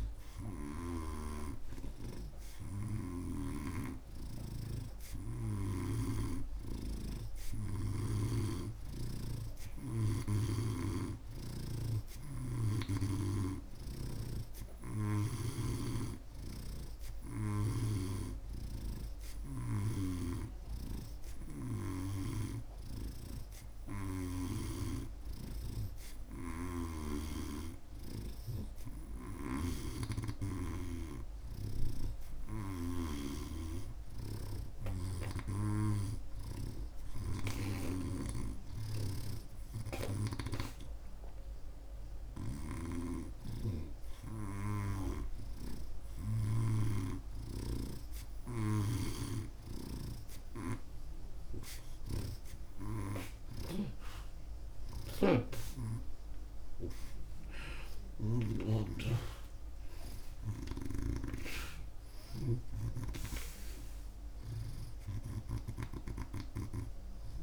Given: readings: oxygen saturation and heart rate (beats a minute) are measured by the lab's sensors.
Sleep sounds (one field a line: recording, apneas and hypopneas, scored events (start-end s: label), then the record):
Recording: breathing in sleep by a room microphone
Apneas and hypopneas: none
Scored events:
14.00-18.00 s: snoring (device-marked)
25.00-28.50 s: snoring (device-marked)
38.00-46.50 s: snoring (device-marked)
48.50-58.50 s: snoring (device-marked)
57.00-61.50 s: arousal
60.50-65.50 s: snoring (device-marked)
From the record:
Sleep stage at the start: N2 (light sleep)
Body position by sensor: on the right side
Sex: male